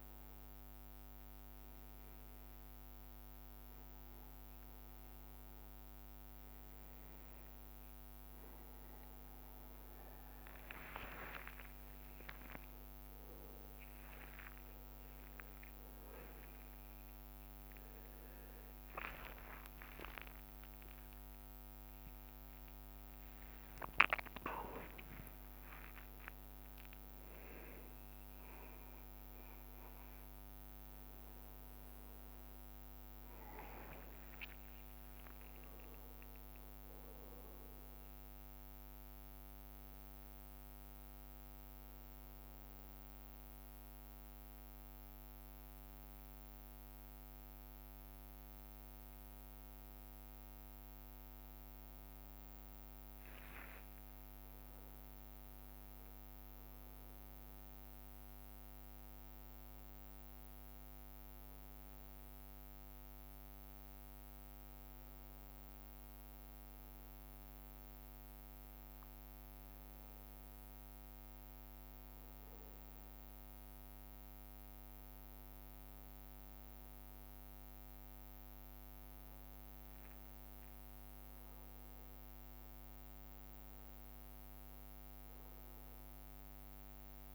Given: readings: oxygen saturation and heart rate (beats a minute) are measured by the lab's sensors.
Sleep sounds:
a person partly awake in a sleep study, by a microphone on the trachea; none
7.50-37.50 s: new sleep stage, awake
9.50-26.50 s: tachycardia (device-marked, heart rate 72 before, 157 extreme)
10.50-14.00 s: leg movement (device-marked)
12.00-14.00 s: long interval between heartbeats (device-marked, heart rate 66 before, 79 extreme)
14.50-16.50 s: long interval between heartbeats (device-marked, heart rate 70 before, 131 extreme)
17.00-19.00 s: long interval between heartbeats (device-marked, heart rate 77 before, 146 extreme)
19.50-22.00 s: leg movement (device-marked)
20.00-22.00 s: long interval between heartbeats (device-marked, heart rate 89 before, 129 extreme)
23.50-25.50 s: long interval between heartbeats (device-marked, heart rate 104 before, 144 extreme)
24.50-34.50 s: drop in pulse transit time (device-marked, heart rate 109 before, 70 extreme)
25.00-29.00 s: leg movement (device-marked)
25.50-27.50 s: long interval between heartbeats (device-marked, heart rate 113 before, 134 extreme)
31.50-34.50 s: leg movement (device-marked)
32.50-36.50 s: tachycardia (device-marked, heart rate 75 before, 107 extreme)
34.00-36.00 s: long interval between heartbeats (device-marked, heart rate 125 before, 83 extreme)
37.50-46.00 s: leg movement (device-marked)
37.50-87.35 s: new sleep stage, N1 (lightest sleep)
51.00-52.50 s: leg movement (device-marked)
53.50-57.50 s: leg movement (device-marked)
60.50-66.50 s: leg movement (device-marked)
71.00-77.00 s: leg movement (device-marked)
81.50-87.35 s: leg movement (device-marked)
From the record:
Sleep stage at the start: N1 (lightest sleep); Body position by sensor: on the back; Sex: male

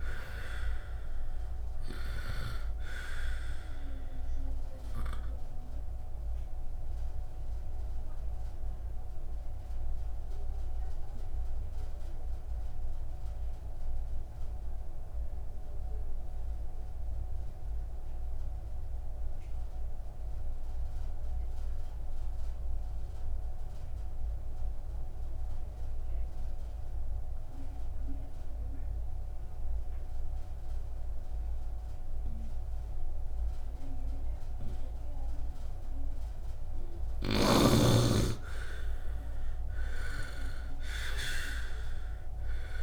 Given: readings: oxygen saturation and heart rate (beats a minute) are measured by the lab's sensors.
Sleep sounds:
breathing in sleep by a room microphone; 1
0.00-24.50 s: oxygen desaturation (device-marked, oxygen 78% lowest, heart rate 53 extreme)
5.50-36.00 s: obstructive apnea (oxygen 99% before, 78% lowest, heart rate 58 before, 57 extreme, up 0 after)
37.50-41.50 s: arousal
37.50-42.83 s: oxygen desaturation (device-marked, oxygen 99% before, 80% lowest, heart rate 64 before, 59 extreme)
From the record:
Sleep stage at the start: N2 (light sleep); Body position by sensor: on the right side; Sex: male

